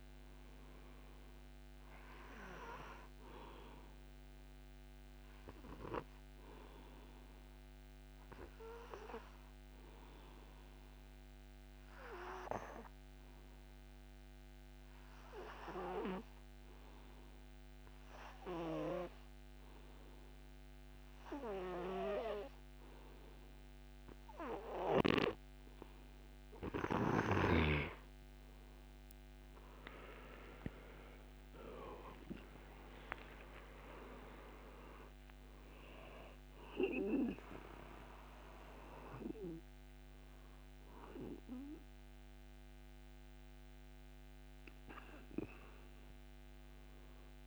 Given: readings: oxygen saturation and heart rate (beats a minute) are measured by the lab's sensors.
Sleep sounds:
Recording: breathing in sleep by a microphone on the trachea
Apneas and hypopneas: 1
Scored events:
1.50-18.50 s: oxygen desaturation (device-marked, oxygen 99% before, 92% lowest)
6.50-25.50 s: obstructive apnea (oxygen 99% before, 89% lowest)
23.50-47.47 s: oxygen desaturation (device-marked, oxygen 97% before, 89% lowest)
27.50-32.50 s: arousal
From the record:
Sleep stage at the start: N2 (light sleep)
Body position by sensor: on the back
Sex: male

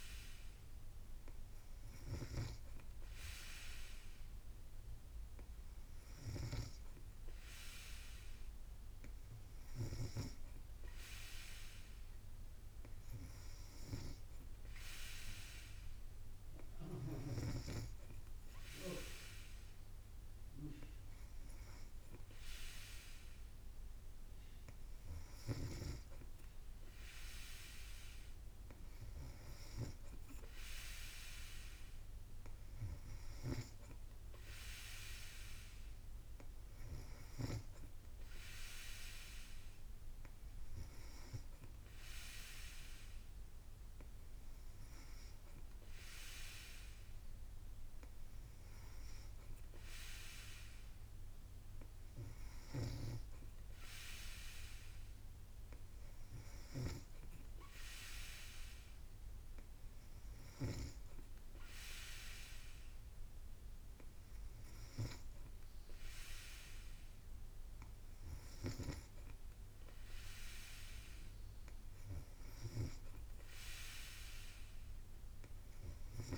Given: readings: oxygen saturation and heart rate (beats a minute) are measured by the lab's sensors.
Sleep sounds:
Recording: breathing in sleep by a room microphone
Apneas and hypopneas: none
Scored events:
none scored
From the record:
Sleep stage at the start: N3 (deep sleep)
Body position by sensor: on the back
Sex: female

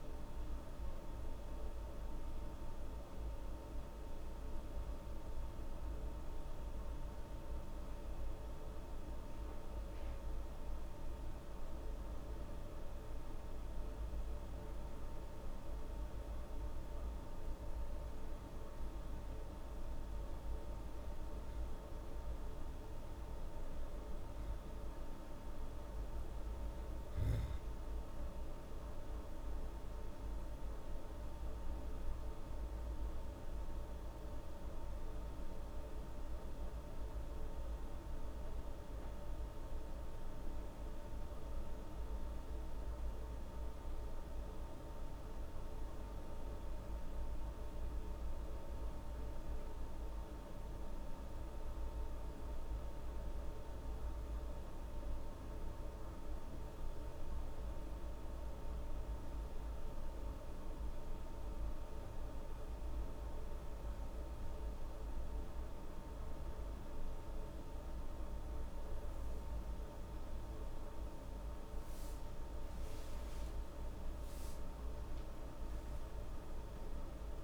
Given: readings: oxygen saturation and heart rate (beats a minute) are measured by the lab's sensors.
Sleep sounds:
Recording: a person partly awake in a sleep study, hard to hear, by a room microphone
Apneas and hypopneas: none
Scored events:
6.00-36.00 s: new sleep stage, N1 (lightest sleep)
36.00-77.44 s: new sleep stage, N2 (light sleep)
75.00-77.44 s: arousal
From the record:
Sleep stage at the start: awake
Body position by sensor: on the back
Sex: female

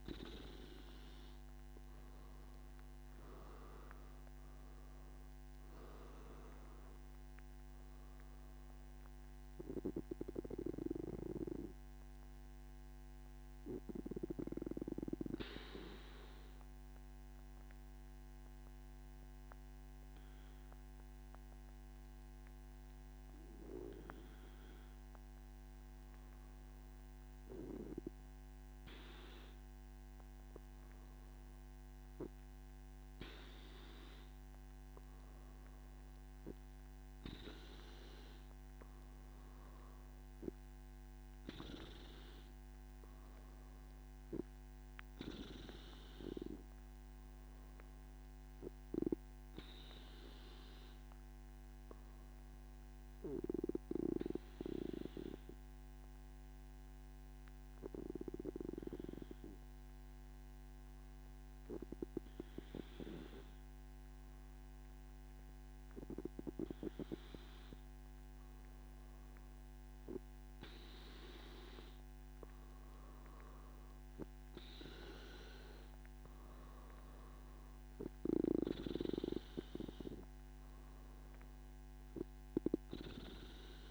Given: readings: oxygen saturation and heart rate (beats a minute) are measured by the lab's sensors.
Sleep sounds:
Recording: breathing in sleep by a microphone on the trachea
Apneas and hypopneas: 2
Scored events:
11.50-26.50 s: obstructive apnea (oxygen 96% before, 94% lowest, heart rate 116 before, 77 extreme, up 24 after)
52.50-67.50 s: obstructive apnea (oxygen 96% before, 94% lowest, heart rate 99 before, 109 extreme, up 4 after)
From the record:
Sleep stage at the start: N1 (lightest sleep)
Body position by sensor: on the back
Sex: male

